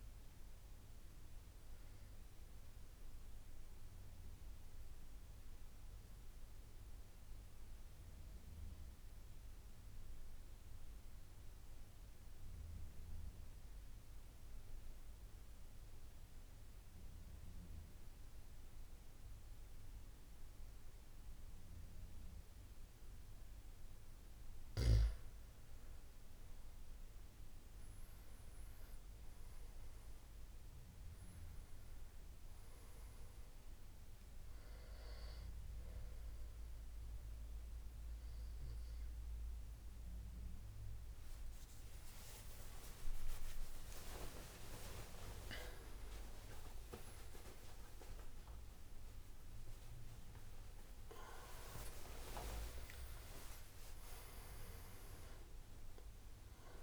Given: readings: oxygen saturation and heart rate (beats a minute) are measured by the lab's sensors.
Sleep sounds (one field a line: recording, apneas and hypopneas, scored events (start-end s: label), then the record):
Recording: breathing in sleep by a room microphone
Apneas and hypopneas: 1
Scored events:
0.00-14.50 s: oxygen desaturation (device-marked, oxygen 87% lowest, heart rate 68 extreme)
0.50-22.50 s: obstructive apnea (oxygen 96% before, 83% lowest, heart rate 81 before, 70 extreme, up 9 after)
26.00-30.00 s: arousal
28.50-50.50 s: oxygen desaturation (device-marked, oxygen 97% before, 83% lowest, heart rate 78 before, 68 extreme)
53.00-56.83 s: arousal
From the record:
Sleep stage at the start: N2 (light sleep)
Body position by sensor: on the back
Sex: male